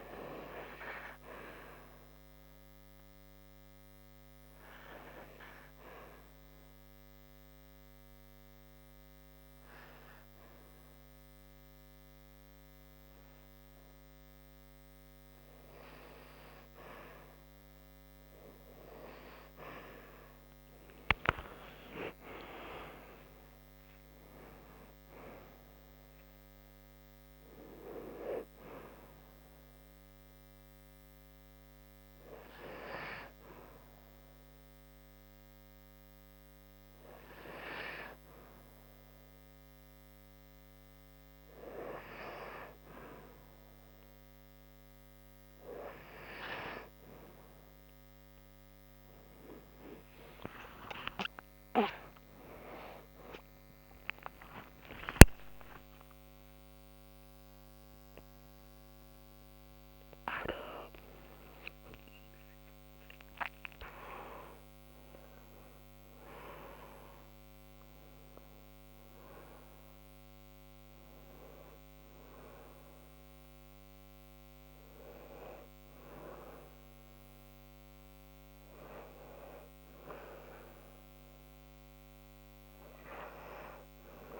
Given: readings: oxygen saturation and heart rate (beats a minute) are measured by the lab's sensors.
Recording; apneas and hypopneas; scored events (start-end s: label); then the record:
breathing in sleep by a microphone on the trachea; 1
1.00-16.50 s: obstructive apnea (oxygen 96% before, 88% lowest)
20.00-25.50 s: arousal
34.00-64.00 s: new sleep stage, N1 (lightest sleep)
45.00-52.00 s: oxygen desaturation (device-marked, oxygen 94% before, 88% lowest)
50.50-55.50 s: arousal
64.00-84.40 s: new sleep stage, N2 (light sleep)
From the record:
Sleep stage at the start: REM sleep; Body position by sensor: on the back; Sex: female